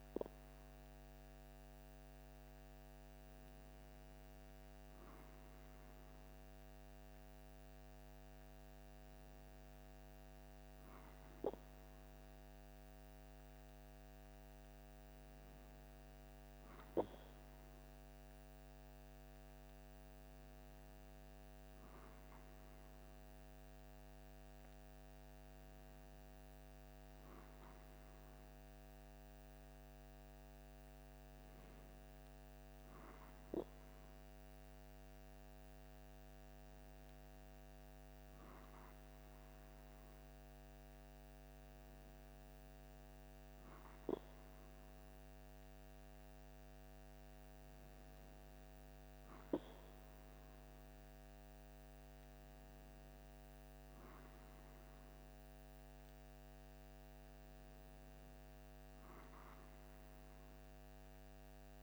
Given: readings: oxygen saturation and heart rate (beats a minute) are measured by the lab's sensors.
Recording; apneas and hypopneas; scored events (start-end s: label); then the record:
breathing in sleep, hard to hear, by a microphone on the trachea; none
none scored
From the record:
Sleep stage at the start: N2 (light sleep); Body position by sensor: on the back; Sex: male